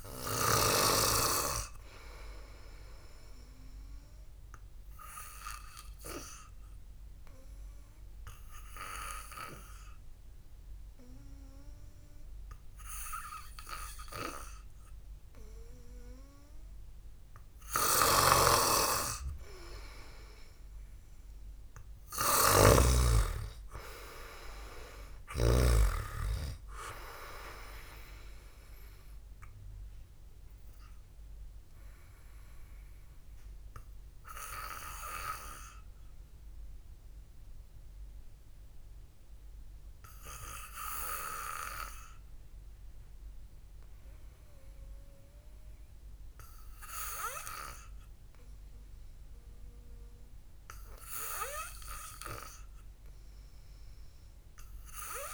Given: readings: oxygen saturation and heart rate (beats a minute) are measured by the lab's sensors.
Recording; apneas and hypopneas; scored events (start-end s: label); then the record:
breathing in sleep by a room microphone; 2
6.50-17.50 s: obstructive apnea (oxygen 97% before, 93% lowest, heart rate 63 before, 52 extreme, up 4 after)
18.00-26.00 s: snoring (device-marked)
19.00-22.50 s: arousal
31.50-50.00 s: obstructive apnea (oxygen 97% before, 93% lowest, heart rate 55 before, 52 extreme, up 1 after)
51.50-54.50 s: arousal
From the record:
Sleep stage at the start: N2 (light sleep); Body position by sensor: on the back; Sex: male